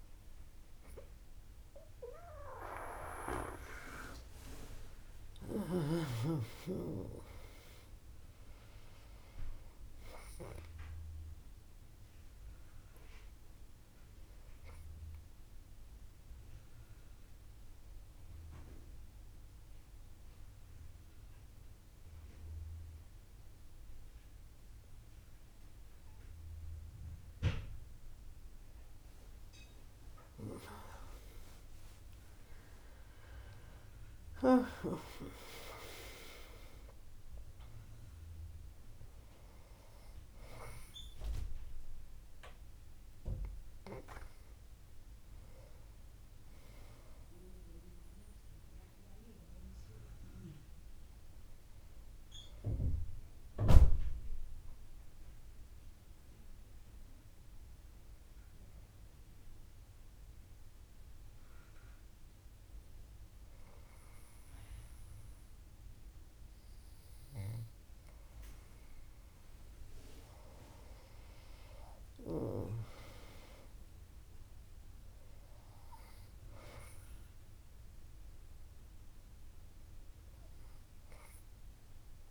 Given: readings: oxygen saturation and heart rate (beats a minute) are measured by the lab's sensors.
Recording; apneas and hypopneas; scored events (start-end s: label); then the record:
breathing in sleep by a room microphone; 2
5.00-9.50 s: arousal
16.50-27.50 s: obstructive apnea (oxygen 98% before, 96% lowest, heart rate 66 before, 61 extreme, up 30 after)
31.50-36.00 s: arousal
55.00-69.50 s: hypopnea (oxygen 98% before, 97% lowest, heart rate 70 before, 63 extreme, up 6 after)
71.00-75.50 s: arousal
From the record:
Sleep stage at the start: N2 (light sleep); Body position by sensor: on the back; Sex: female